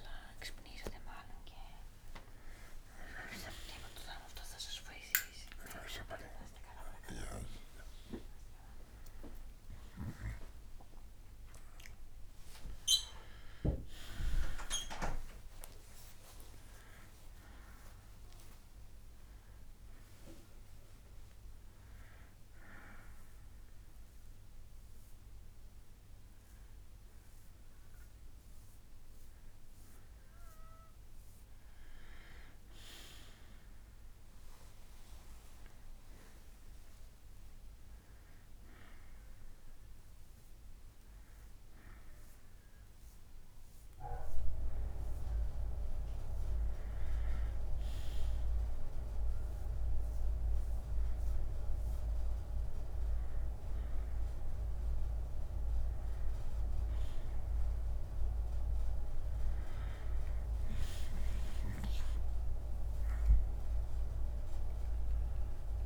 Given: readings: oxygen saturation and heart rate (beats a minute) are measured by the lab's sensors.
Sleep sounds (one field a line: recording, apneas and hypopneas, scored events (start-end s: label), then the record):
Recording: a person partly awake in a sleep study, by a room microphone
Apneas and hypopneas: 1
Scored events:
19.00-32.00 s: bradycardia (device-marked, heart rate 66 before, 56 extreme)
30.00-65.86 s: new sleep stage, N1 (lightest sleep)
35.00-46.50 s: hypopnea (oxygen 96% before, 94% lowest, heart rate 60 before, 48 extreme, up 12 after)
41.00-47.00 s: bradycardia (device-marked, heart rate 66 before, 55 extreme)
50.00-54.00 s: arousal
52.00-59.00 s: bradycardia (device-marked, heart rate 66 before, 48 extreme)
From the record:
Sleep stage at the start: awake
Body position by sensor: on the back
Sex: male